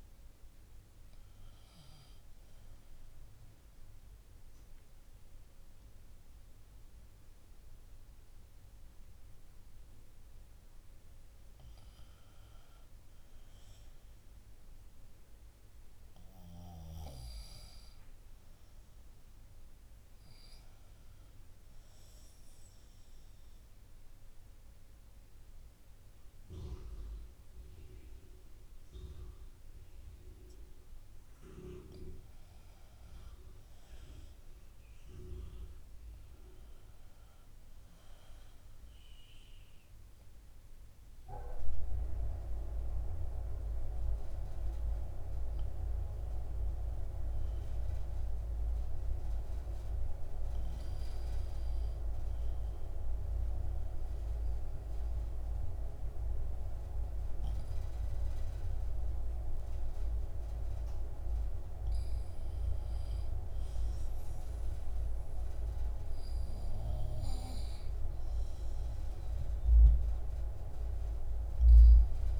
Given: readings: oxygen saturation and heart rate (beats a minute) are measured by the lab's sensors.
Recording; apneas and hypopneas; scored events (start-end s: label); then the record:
breathing in sleep by a room microphone; 3
2.00-15.00 s: oxygen desaturation (device-marked, oxygen 92% before, 86% lowest, heart rate 61 before, 60 extreme)
2.50-12.50 s: obstructive apnea (oxygen 93% before, 86% lowest, heart rate 61 before, 60 extreme, up 1 after)
15.50-20.00 s: arousal
22.00-29.00 s: oxygen desaturation (device-marked, oxygen 94% before, 89% lowest, heart rate 61 before, 59 extreme)
22.00-32.00 s: obstructive apnea (oxygen 94% before, 87% lowest, heart rate 61 before, 59 extreme, up 1 after)
35.00-39.50 s: arousal
41.00-55.00 s: oxygen desaturation (device-marked, oxygen 93% before, 87% lowest, heart rate 61 before, 58 extreme)
52.00-62.00 s: obstructive apnea (oxygen 93% before, 81% lowest, heart rate 60 before, 58 extreme, up 3 after)
65.00-69.50 s: arousal
From the record:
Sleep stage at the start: N2 (light sleep); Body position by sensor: on the back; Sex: female